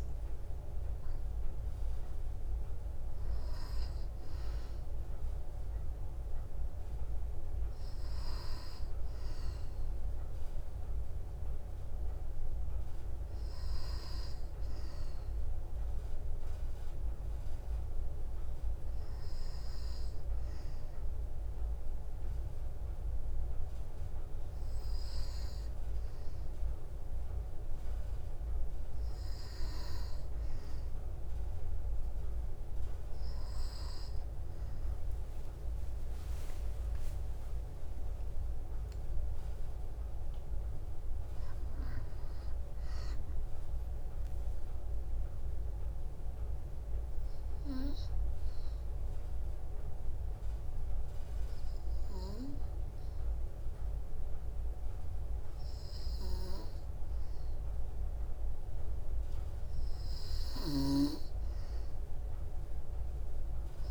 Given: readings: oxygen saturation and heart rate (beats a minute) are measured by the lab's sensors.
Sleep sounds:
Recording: breathing in sleep, hard to hear, by a room microphone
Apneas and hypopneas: 2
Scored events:
0.00-1.00 s: arousal
15.50-30.00 s: hypopnea (oxygen 97% before, 93% lowest, heart rate 57 before, 55 extreme, up 2 after)
34.50-38.00 s: arousal
42.50-59.00 s: obstructive apnea (oxygen 96% before, 93% lowest, heart rate 56 before, 54 extreme, up 2 after)
From the record:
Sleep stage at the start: N2 (light sleep)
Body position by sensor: on the back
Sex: female

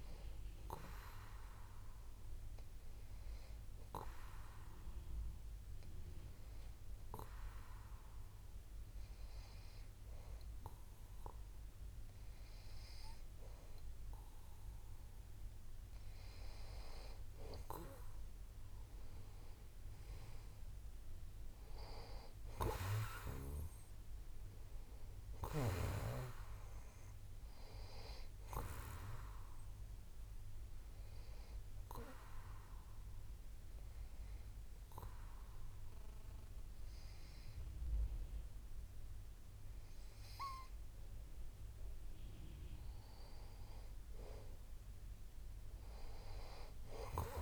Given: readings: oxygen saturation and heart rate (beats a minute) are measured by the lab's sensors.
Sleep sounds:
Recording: breathing in sleep by a room microphone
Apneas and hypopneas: 2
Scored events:
1.00-14.00 s: hypopnea (oxygen 95% before, 92% lowest)
18.00-22.50 s: arousal
31.50-43.00 s: obstructive apnea (oxygen 94% before, 92% lowest)
44.50-47.42 s: arousal
From the record:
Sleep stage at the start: N2 (light sleep)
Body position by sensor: on the back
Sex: male

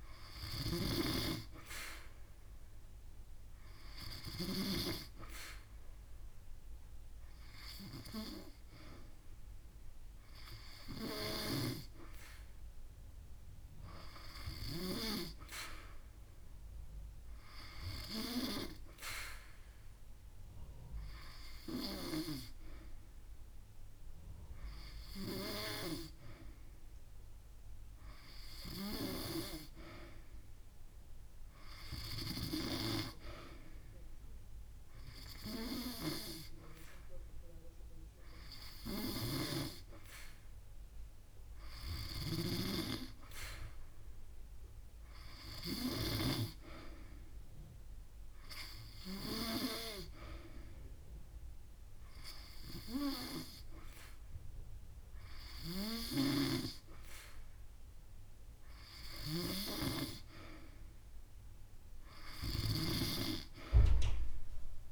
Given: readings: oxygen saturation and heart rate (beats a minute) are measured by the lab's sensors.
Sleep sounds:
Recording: breathing in sleep by a room microphone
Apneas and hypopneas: none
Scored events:
18.00-20.00 s: long interval between heartbeats (device-marked)
49.00-51.00 s: long interval between heartbeats (device-marked)
62.00-64.00 s: long interval between heartbeats (device-marked)
From the record:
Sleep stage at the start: N2 (light sleep)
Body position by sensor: on the back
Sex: female

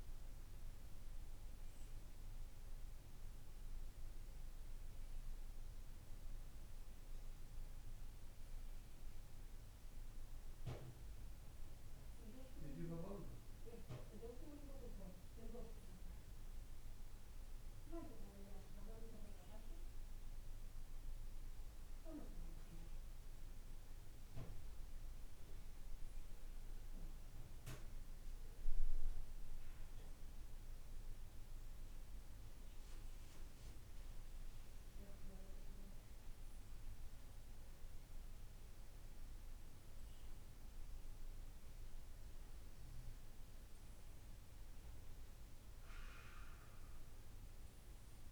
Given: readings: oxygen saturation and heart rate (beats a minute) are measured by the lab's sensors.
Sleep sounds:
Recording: breathing in sleep by a room microphone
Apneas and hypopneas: none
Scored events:
none scored
From the record:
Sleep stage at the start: N2 (light sleep)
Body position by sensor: on the right side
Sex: male

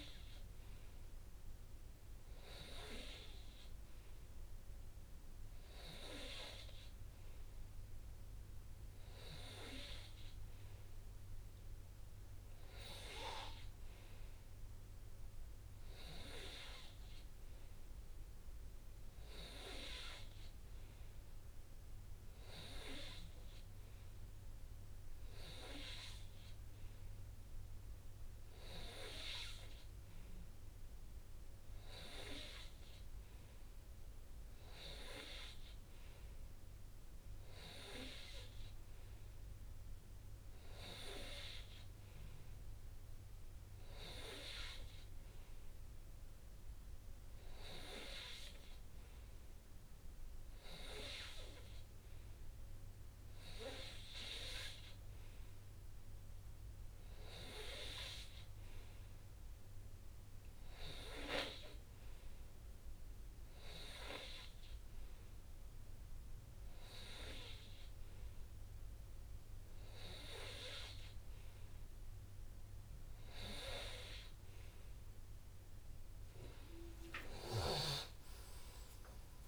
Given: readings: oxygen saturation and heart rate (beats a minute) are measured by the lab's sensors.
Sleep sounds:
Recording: breathing in sleep by a room microphone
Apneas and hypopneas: none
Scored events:
44.00-46.00 s: long interval between heartbeats (device-marked, heart rate 62 before, 67 extreme)
57.00-59.00 s: long interval between heartbeats (device-marked, heart rate 64 before, 70 extreme)
76.50-79.48 s: new sleep stage, N2 (light sleep)
77.00-79.00 s: long interval between heartbeats (device-marked, heart rate 65 before, 73 extreme)
From the record:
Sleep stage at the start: N3 (deep sleep)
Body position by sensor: on the right side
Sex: male

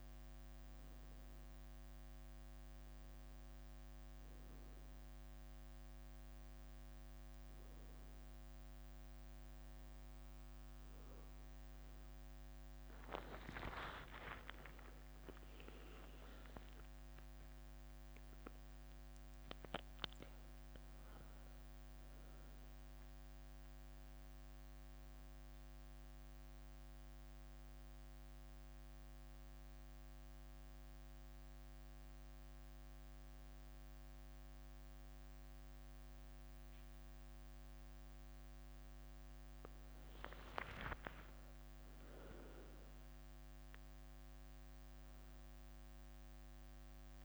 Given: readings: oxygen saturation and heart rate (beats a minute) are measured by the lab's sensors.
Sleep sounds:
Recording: breathing in sleep by a microphone on the trachea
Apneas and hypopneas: 1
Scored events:
0.00-1.00 s: leg movement (device-marked)
2.50-4.50 s: leg movement (device-marked)
5.50-8.00 s: leg movement (device-marked)
9.00-12.00 s: leg movement (device-marked)
12.50-17.50 s: arousal
13.00-15.50 s: leg movement (device-marked)
20.50-23.00 s: leg movement (device-marked)
24.00-27.50 s: leg movement (device-marked)
26.50-38.50 s: hypopnea (oxygen 99% before, 94% lowest, heart rate 76 before, 69 extreme, up 5 after)
36.00-42.00 s: leg movement (device-marked)
40.00-45.00 s: arousal
44.00-45.50 s: leg movement (device-marked)
From the record:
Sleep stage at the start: N1 (lightest sleep)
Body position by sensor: on the back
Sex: female

